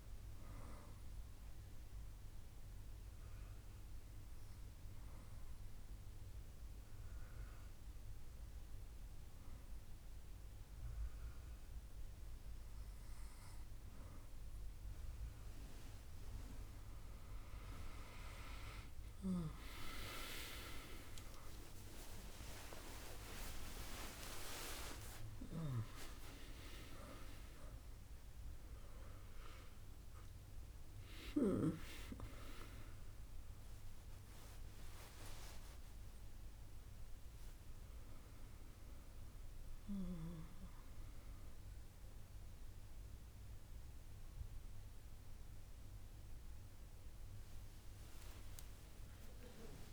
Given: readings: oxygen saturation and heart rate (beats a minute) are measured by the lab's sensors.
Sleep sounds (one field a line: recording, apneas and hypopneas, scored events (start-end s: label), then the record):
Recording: a person awake in a sleep study, by a room microphone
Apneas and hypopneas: 1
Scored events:
1.00-14.00 s: hypopnea (oxygen 96% before, 93% lowest, heart rate 72 before, 69 extreme, up 7 after)
15.00-45.00 s: new sleep stage, awake
45.00-49.93 s: new sleep stage, N2 (light sleep)
From the record:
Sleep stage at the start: N2 (light sleep)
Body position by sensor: on the back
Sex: female